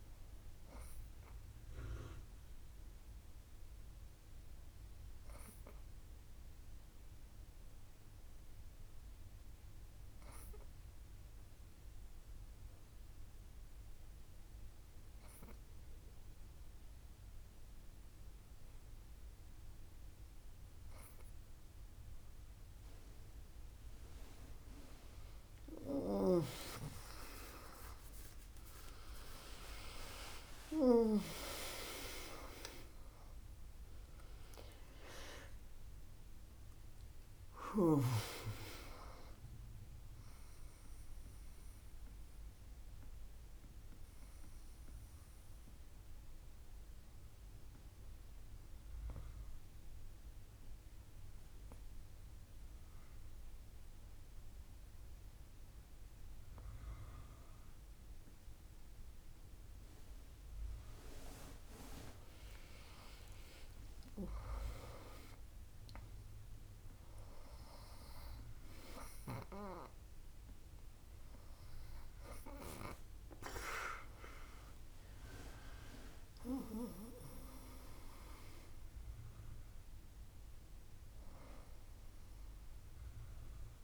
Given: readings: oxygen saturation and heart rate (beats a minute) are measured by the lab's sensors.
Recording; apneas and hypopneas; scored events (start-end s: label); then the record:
breathing in sleep by a room microphone; 2
6.00-23.00 s: obstructive apnea (oxygen 99% before, 97% lowest, heart rate 66 before, 61 extreme)
26.50-31.50 s: arousal
41.00-60.50 s: obstructive apnea (oxygen 98% before, 96% lowest, heart rate 92 before, 64 extreme, up 15 after)
62.50-66.00 s: arousal
From the record:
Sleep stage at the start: N2 (light sleep); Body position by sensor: on the back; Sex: female